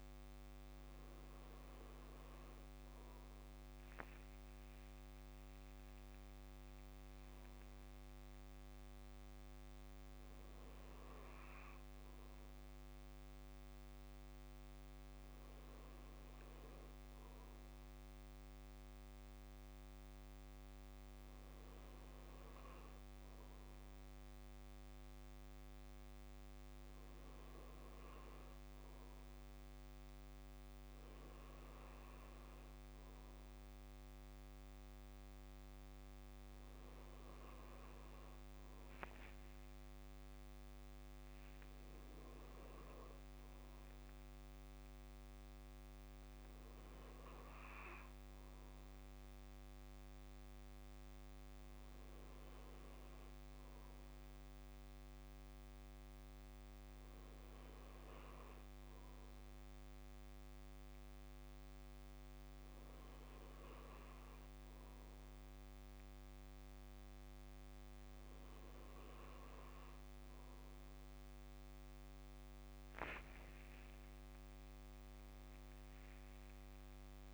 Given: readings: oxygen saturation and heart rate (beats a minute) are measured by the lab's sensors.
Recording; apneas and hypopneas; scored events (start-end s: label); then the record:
breathing in sleep, hard to hear, by a microphone on the trachea; none
39.50-41.50 s: long interval between heartbeats (device-marked, heart rate 63 before, 84 extreme)
From the record:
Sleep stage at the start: N2 (light sleep); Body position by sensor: on the back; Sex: male